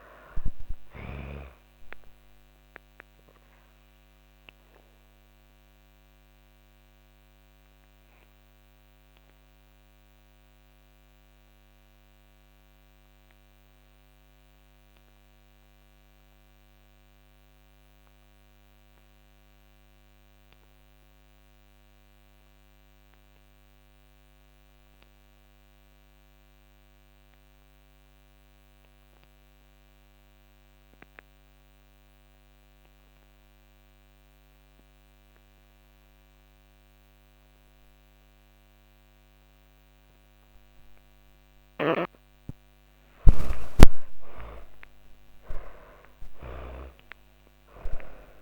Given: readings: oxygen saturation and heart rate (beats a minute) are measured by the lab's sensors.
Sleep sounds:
breathing in sleep by a microphone on the trachea; 1
0.00-20.50 s: oxygen desaturation (device-marked, oxygen 75% lowest, heart rate 67 extreme)
3.50-41.00 s: obstructive apnea (oxygen 98% before, 72% lowest, heart rate 104 before, 87 extreme, up 25 after)
35.50-48.42 s: oxygen desaturation (device-marked, oxygen 98% before, 72% lowest, heart rate 141 before, 87 extreme)
40.50-45.50 s: snoring (device-marked)
42.00-47.00 s: arousal
From the record:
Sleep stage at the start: N2 (light sleep); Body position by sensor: on the back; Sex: female

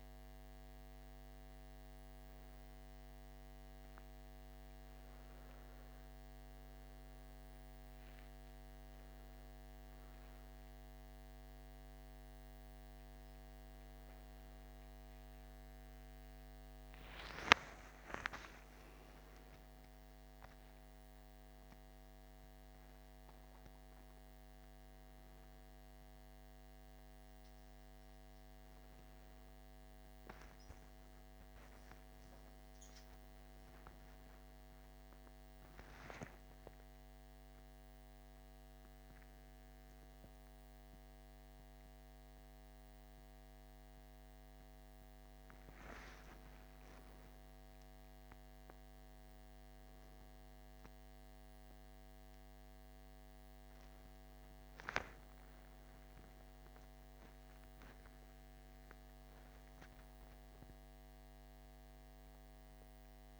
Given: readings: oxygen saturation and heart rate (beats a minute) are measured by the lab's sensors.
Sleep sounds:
a person awake in a sleep study, hard to hear, by a microphone on the trachea; none
none scored
From the record:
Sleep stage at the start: awake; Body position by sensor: on the back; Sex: male

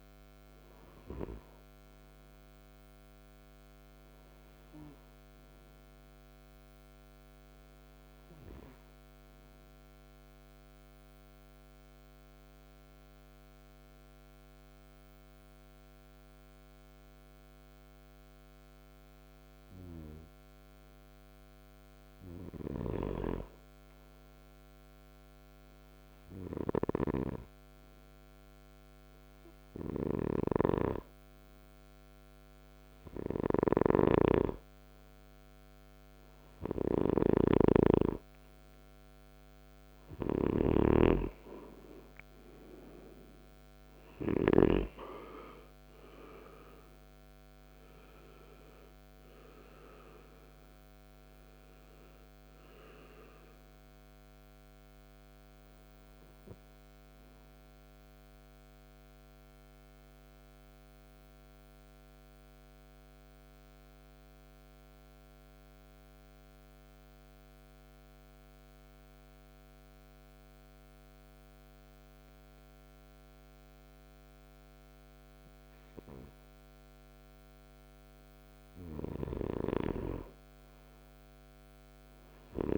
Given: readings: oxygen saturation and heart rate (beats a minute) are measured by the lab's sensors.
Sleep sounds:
breathing in sleep by a microphone on the trachea; 2
0.00-16.50 s: oxygen desaturation (device-marked, oxygen 91% lowest, heart rate 55 extreme)
7.00-22.50 s: hypopnea (oxygen 99% before, 91% lowest, heart rate 62 before, 55 extreme, up 5 after)
28.50-32.50 s: arousal
29.50-48.50 s: oxygen desaturation (device-marked, oxygen 98% before, 92% lowest, heart rate 57 before, 51 extreme)
32.50-43.50 s: snoring (device-marked)
61.00-75.00 s: obstructive apnea (oxygen 96% before, 91% lowest, heart rate 66 before, 51 extreme, up 11 after)
77.50-82.00 s: arousal
From the record:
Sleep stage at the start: N2 (light sleep); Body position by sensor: on the right side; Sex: male

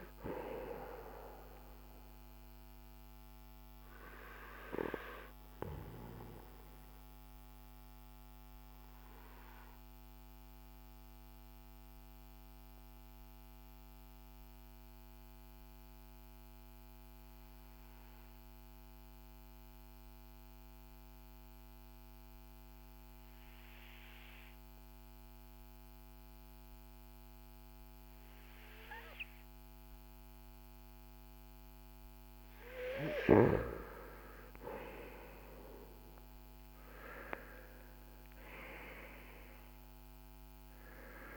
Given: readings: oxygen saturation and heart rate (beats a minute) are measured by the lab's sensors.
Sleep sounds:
breathing in sleep by a microphone on the trachea; 1
3.50-32.00 s: obstructive apnea (oxygen 97% before, 90% lowest, heart rate 55 before, 38 extreme, up 14 after)
8.00-24.00 s: oxygen desaturation (device-marked, oxygen 94% before, 90% lowest, heart rate 57 before, 38 extreme)
34.00-38.50 s: arousal
From the record:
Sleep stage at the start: N2 (light sleep); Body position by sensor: on the right side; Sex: male

